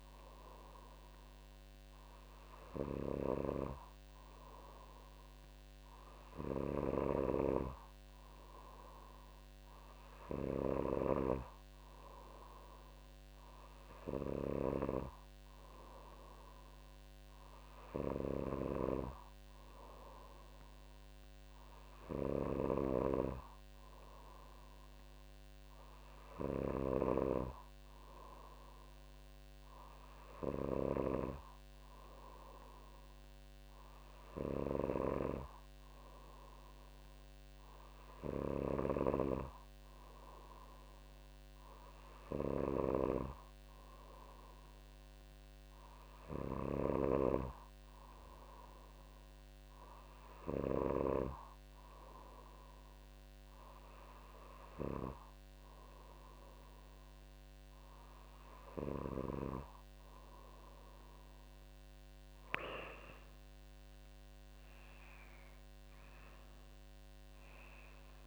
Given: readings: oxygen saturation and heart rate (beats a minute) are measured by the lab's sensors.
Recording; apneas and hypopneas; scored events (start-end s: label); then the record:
breathing in sleep by a microphone on the trachea; none
none scored
From the record:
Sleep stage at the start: N2 (light sleep); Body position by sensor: on the back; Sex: female